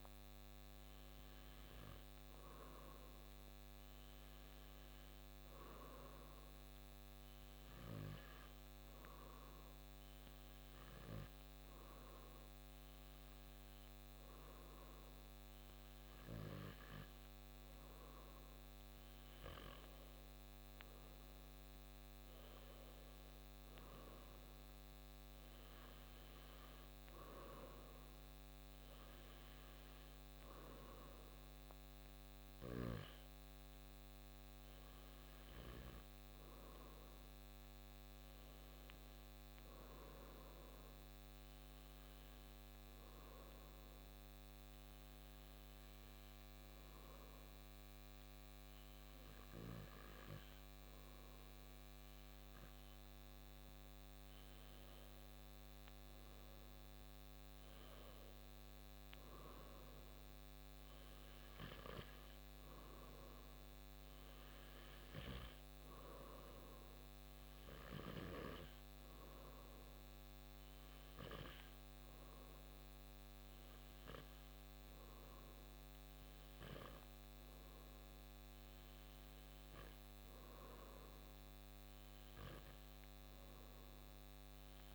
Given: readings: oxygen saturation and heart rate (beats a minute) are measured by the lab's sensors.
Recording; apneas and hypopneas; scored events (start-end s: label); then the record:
breathing in sleep by a microphone on the trachea; 2
4.50-20.00 s: hypopnea (oxygen 97% before, 94% lowest)
21.00-24.50 s: arousal
40.50-54.00 s: obstructive apnea (oxygen 96% before, 94% lowest)
55.50-59.50 s: arousal
From the record:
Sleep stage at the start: N2 (light sleep); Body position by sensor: on the back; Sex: male